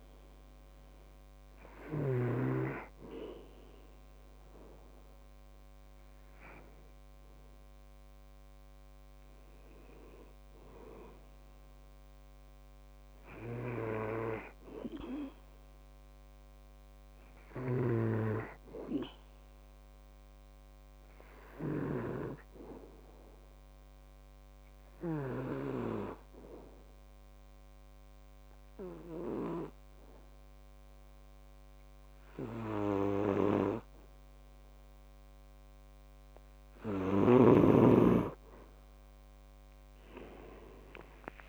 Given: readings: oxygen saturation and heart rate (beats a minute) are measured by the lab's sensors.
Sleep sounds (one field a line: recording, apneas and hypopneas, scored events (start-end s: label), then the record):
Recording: breathing in sleep by a microphone on the trachea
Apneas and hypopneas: 1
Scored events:
0.00-2.50 s: snoring (device-marked)
0.00-10.50 s: oxygen desaturation (device-marked, oxygen 92% lowest, heart rate 67 extreme)
10.50-14.00 s: arousal
22.50-37.00 s: obstructive apnea (oxygen 98% before, 90% lowest, heart rate 68 before, 68 extreme, up 16 after)
37.50-41.48 s: oxygen desaturation (device-marked, oxygen 97% before, 90% lowest, heart rate 69 before, 65 extreme)
From the record:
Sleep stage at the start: N2 (light sleep)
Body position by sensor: on the back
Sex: male